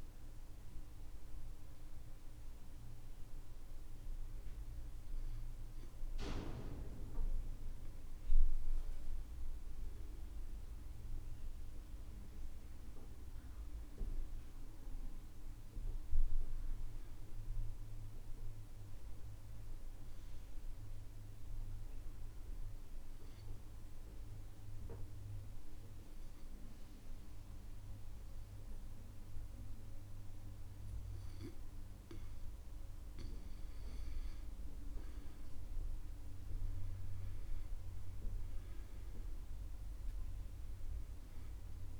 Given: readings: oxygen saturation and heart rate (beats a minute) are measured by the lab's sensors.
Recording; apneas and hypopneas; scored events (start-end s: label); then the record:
breathing in sleep, hard to hear, by a room microphone; 1
10.50-16.00 s: arousal
20.50-33.00 s: obstructive apnea (oxygen 97% before, 92% lowest, heart rate 69 before, 65 extreme, up 6 after)
35.00-40.00 s: arousal
35.00-42.00 s: new sleep stage, N2 (light sleep)
From the record:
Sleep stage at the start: N1 (lightest sleep); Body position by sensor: on the back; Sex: male